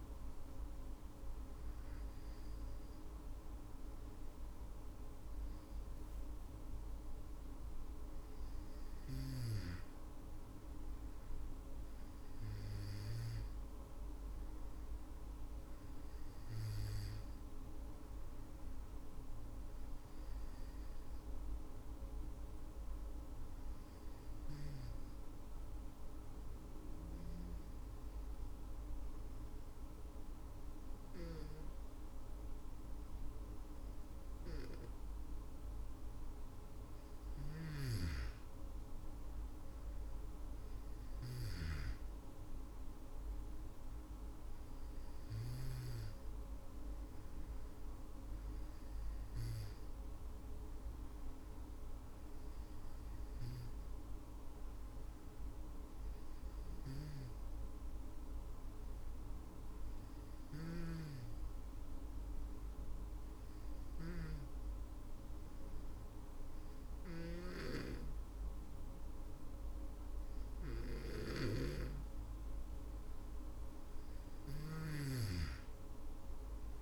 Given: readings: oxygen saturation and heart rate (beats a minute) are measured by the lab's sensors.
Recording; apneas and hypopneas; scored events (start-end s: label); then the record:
breathing in sleep by a room microphone; 2
22.50-35.00 s: hypopnea (oxygen 99% before, 97% lowest, heart rate 59 before, 49 extreme, up 20 after)
36.00-40.50 s: arousal
57.00-71.00 s: hypopnea (oxygen 98% before, 96% lowest, heart rate 61 before, 50 extreme, up 14 after)
From the record:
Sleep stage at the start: N2 (light sleep); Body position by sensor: on the back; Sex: female